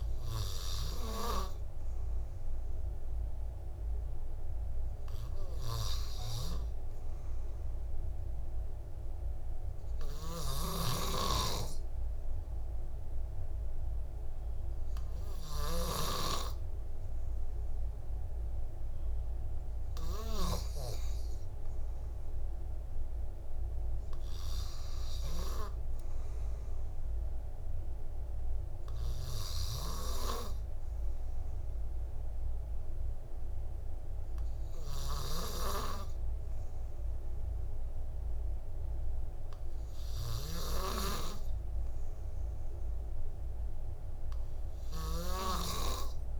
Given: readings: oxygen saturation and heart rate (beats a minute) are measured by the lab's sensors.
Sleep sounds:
breathing in sleep by a room microphone; none
none scored
From the record:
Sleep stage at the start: N2 (light sleep); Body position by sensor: on the back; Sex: male

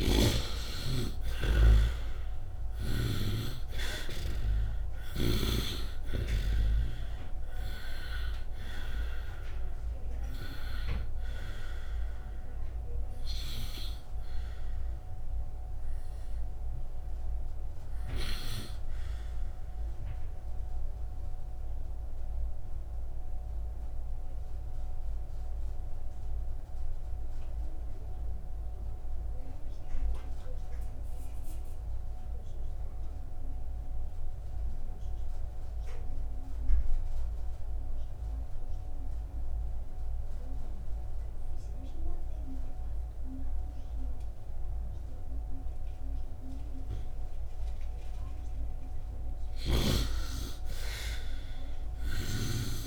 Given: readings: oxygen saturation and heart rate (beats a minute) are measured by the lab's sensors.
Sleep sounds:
breathing in sleep by a room microphone; 1
0.00-3.50 s: arousal
0.00-3.50 s: snoring (device-marked)
0.00-30.00 s: oxygen desaturation (device-marked, oxygen 99% before, 67% lowest, heart rate 70 before, 50 extreme)
21.00-48.00 s: obstructive apnea (oxygen 88% before, 67% lowest, heart rate 66 before, 56 extreme, up 3 after)
49.50-52.87 s: arousal
From the record:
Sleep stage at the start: N2 (light sleep); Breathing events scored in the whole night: 244 in 3.0 hours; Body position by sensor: upright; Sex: male

